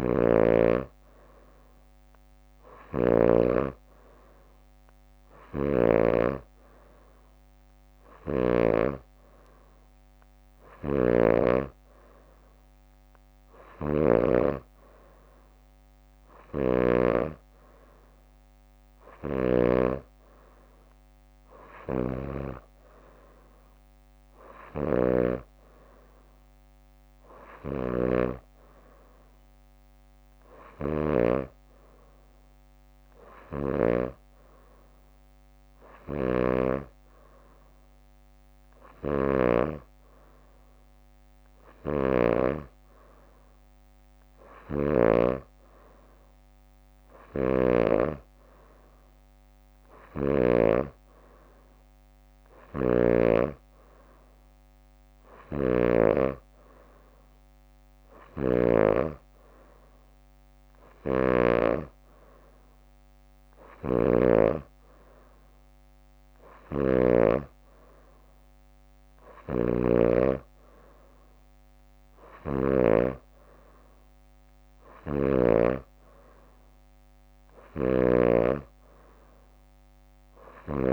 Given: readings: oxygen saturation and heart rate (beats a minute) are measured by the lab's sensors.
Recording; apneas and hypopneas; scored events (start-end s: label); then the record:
breathing in sleep by a microphone on the trachea; none
0.00-3.50 s: snoring (device-marked)
0.00-4.00 s: leg movement (device-marked)
8.00-14.50 s: snoring (device-marked)
8.50-18.50 s: drop in pulse transit time (device-marked, heart rate 65 before, 66 extreme)
19.00-22.50 s: snoring (device-marked)
24.50-31.50 s: snoring (device-marked)
36.00-42.50 s: snoring (device-marked)
44.50-48.00 s: snoring (device-marked)
47.00-51.00 s: leg movement (device-marked)
52.50-59.00 s: snoring (device-marked)
55.50-80.93 s: new sleep stage, N3 (deep sleep)
61.00-64.50 s: snoring (device-marked)
66.50-73.00 s: snoring (device-marked)
77.50-80.93 s: snoring (device-marked)
From the record:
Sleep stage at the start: N2 (light sleep); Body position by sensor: on the back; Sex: female